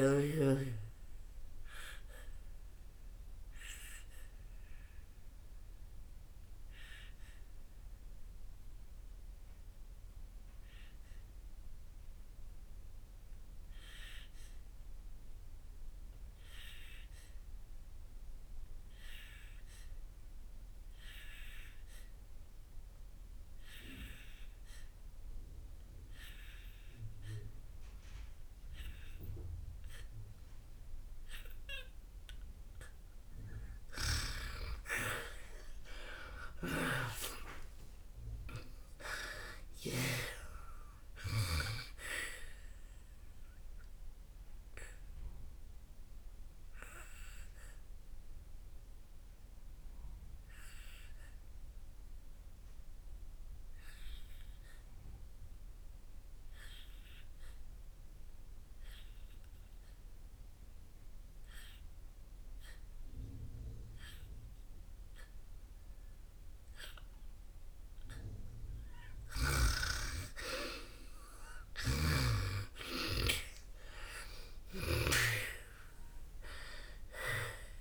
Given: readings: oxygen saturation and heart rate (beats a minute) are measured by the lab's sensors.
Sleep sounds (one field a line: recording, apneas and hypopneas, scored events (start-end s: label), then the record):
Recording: breathing in sleep by a room microphone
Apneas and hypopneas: 2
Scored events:
0.00-25.50 s: oxygen desaturation (device-marked, oxygen 88% lowest, heart rate 53 extreme)
1.00-32.50 s: obstructive apnea (oxygen 98% before, 85% lowest, heart rate 65 before, 53 extreme, up 15 after)
31.50-67.50 s: oxygen desaturation (device-marked, oxygen 98% before, 85% lowest, heart rate 58 before, 55 extreme)
34.00-39.50 s: arousal
43.00-68.00 s: obstructive apnea (oxygen 98% before, 85% lowest, heart rate 65 before, 55 extreme, up 8 after)
72.50-77.50 s: arousal
From the record:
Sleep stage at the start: N2 (light sleep)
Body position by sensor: on the back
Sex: female